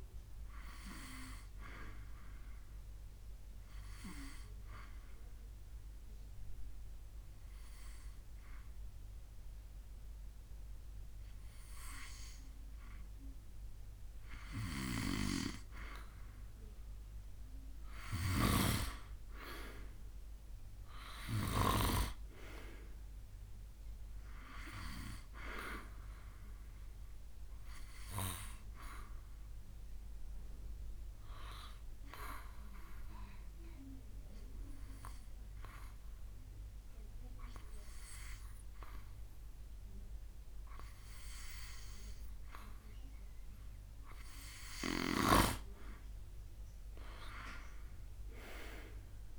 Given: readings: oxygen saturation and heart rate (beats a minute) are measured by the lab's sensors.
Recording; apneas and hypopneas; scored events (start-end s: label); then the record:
breathing in sleep by a room microphone; 2
2.50-13.00 s: obstructive apnea (oxygen 95% before, 93% lowest, heart rate 72 before, 70 extreme, up 4 after)
16.50-20.50 s: arousal
29.50-44.00 s: obstructive apnea (oxygen 95% before, 92% lowest, heart rate 73 before, 70 extreme, up 4 after)
47.50-49.39 s: arousal
From the record:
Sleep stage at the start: N2 (light sleep); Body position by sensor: on the back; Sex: male